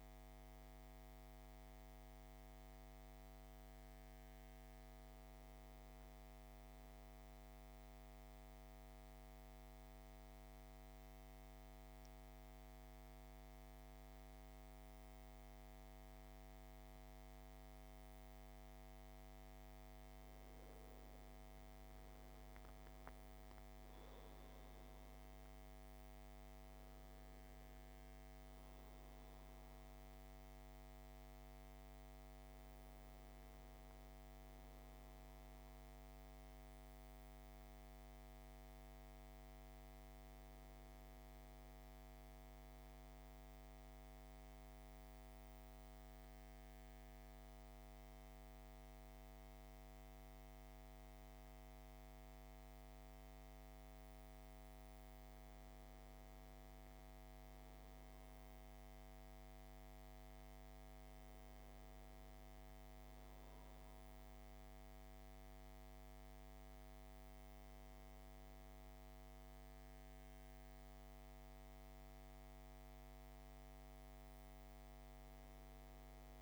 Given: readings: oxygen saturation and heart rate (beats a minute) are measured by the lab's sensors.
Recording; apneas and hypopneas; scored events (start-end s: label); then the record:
breathing in sleep, hard to hear, by a microphone on the trachea; 2
7.50-21.00 s: mixed apnea (oxygen 99% before, 92% lowest, heart rate 58 before, 56 extreme, up 4 after)
19.00-48.00 s: oxygen desaturation (device-marked, oxygen 98% before, 92% lowest, heart rate 58 before, 56 extreme)
22.50-26.50 s: arousal
43.00-55.50 s: mixed apnea (oxygen 98% before, 93% lowest, heart rate 59 before, 56 extreme, up 3 after)
58.00-62.00 s: arousal
67.00-76.42 s: oxygen desaturation (device-marked, oxygen 98% before, 95% lowest, heart rate 58 before, 55 extreme)
From the record:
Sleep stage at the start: N2 (light sleep); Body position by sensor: on the back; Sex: male